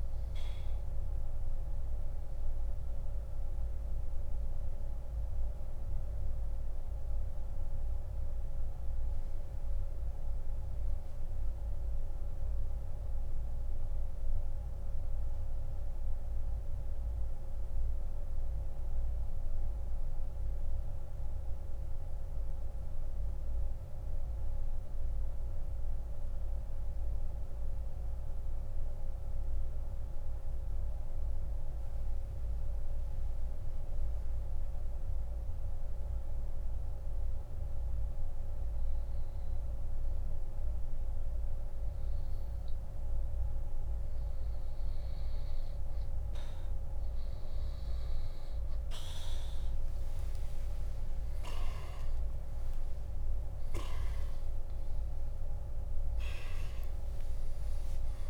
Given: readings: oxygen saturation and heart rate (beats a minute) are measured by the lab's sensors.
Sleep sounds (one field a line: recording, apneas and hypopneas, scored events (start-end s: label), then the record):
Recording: breathing in sleep, hard to hear, by a room microphone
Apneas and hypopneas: 1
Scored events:
2.00-37.00 s: oxygen desaturation (device-marked, oxygen 96% before, 84% lowest, heart rate 82 before, 34 extreme)
3.50-44.00 s: mixed apnea (oxygen 97% before, 84% lowest, heart rate 82 before, 34 extreme, up 15 after)
51.00-56.50 s: arousal
From the record:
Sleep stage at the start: N2 (light sleep)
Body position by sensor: on the back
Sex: male